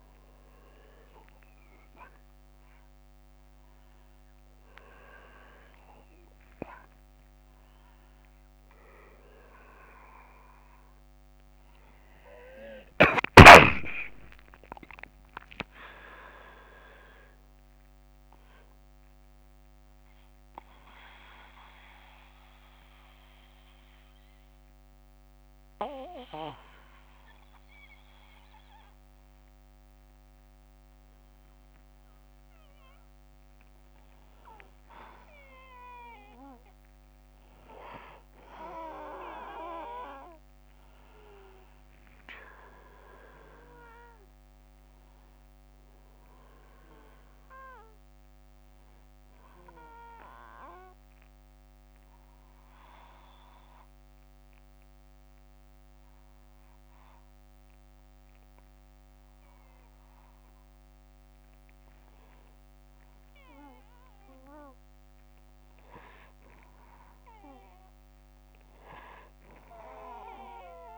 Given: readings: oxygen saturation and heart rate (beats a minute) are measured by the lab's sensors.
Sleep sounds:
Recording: a person partly awake in a sleep study, by a microphone on the trachea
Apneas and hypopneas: 2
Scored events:
0.00-1.00 s: oxygen desaturation (device-marked, oxygen 94% lowest, heart rate 70 extreme)
12.00-70.98 s: new sleep stage, N1 (lightest sleep)
18.50-31.50 s: mixed apnea (oxygen 98% before, 94% lowest, heart rate 72 before, 59 extreme, up 1 after)
35.50-39.00 s: arousal
43.00-61.00 s: oxygen desaturation (device-marked, oxygen 98% before, 94% lowest, heart rate 64 before, 58 extreme)
49.00-60.50 s: obstructive apnea (oxygen 98% before, 93% lowest, heart rate 63 before, 58 extreme, up 4 after)
From the record:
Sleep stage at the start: awake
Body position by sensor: on the back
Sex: male

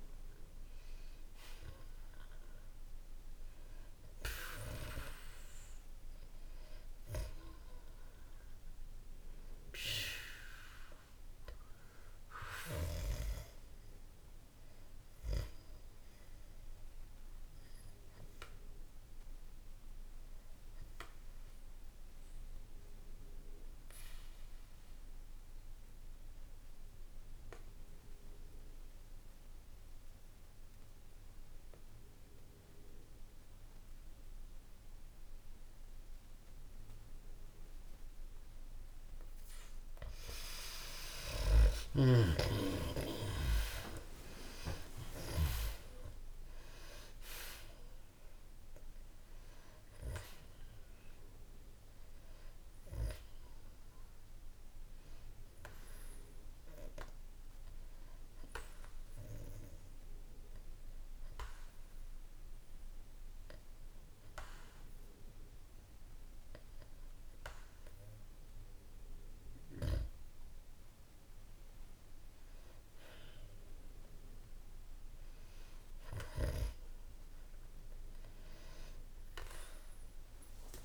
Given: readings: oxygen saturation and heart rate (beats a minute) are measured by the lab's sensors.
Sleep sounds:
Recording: breathing in sleep by a room microphone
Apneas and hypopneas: 2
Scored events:
0.00-22.50 s: oxygen desaturation (device-marked, oxygen 91% lowest, heart rate 59 extreme)
13.00-16.00 s: arousal
18.00-39.00 s: obstructive apnea (oxygen 97% before, 91% lowest, heart rate 63 before, 59 extreme, up 8 after)
40.50-45.50 s: arousal
41.50-45.50 s: snoring (device-marked)
44.50-61.50 s: oxygen desaturation (device-marked, oxygen 98% before, 93% lowest, heart rate 62 before, 62 extreme)
58.50-72.00 s: obstructive apnea (oxygen 98% before, 93% lowest, heart rate 66 before, 62 extreme, up 1 after)
From the record:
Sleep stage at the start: N2 (light sleep)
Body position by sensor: on the back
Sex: male

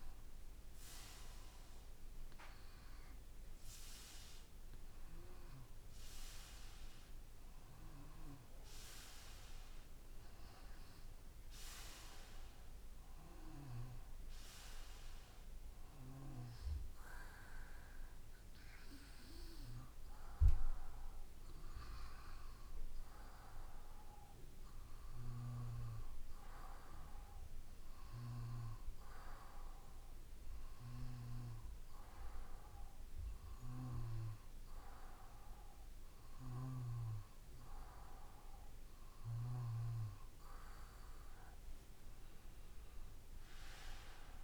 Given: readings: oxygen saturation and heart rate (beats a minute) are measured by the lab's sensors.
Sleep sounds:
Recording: breathing in sleep by a room microphone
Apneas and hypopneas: none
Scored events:
none scored
From the record:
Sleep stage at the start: N2 (light sleep)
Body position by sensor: on the back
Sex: male

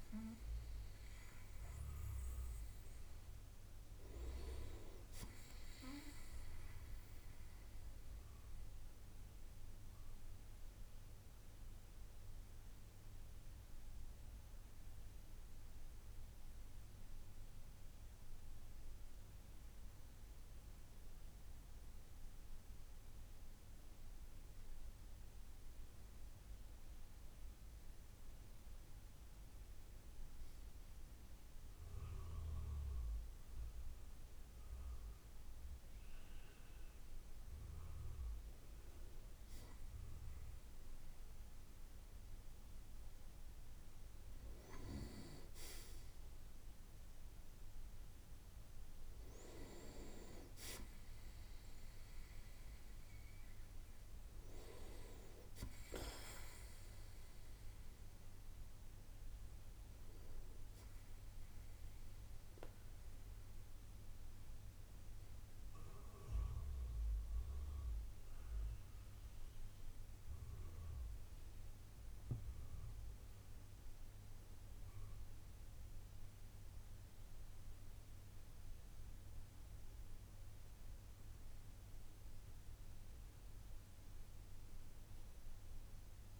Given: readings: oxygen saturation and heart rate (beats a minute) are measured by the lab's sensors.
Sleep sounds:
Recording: breathing in sleep by a room microphone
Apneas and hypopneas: 2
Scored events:
11.50-24.50 s: obstructive apnea (oxygen 99% before, 96% lowest, heart rate 68 before, 58 extreme, up 3 after)
27.00-30.00 s: arousal
53.50-86.40 s: new sleep stage, REM sleep
66.00-78.50 s: obstructive apnea (oxygen 99% before, 95% lowest, heart rate 69 before, 60 extreme, up 3 after)
69.50-86.40 s: oxygen desaturation (device-marked, oxygen 98% before, 95% lowest, heart rate 69 before, 60 extreme)
83.50-86.40 s: arousal
From the record:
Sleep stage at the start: N2 (light sleep)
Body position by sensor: on the right side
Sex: male

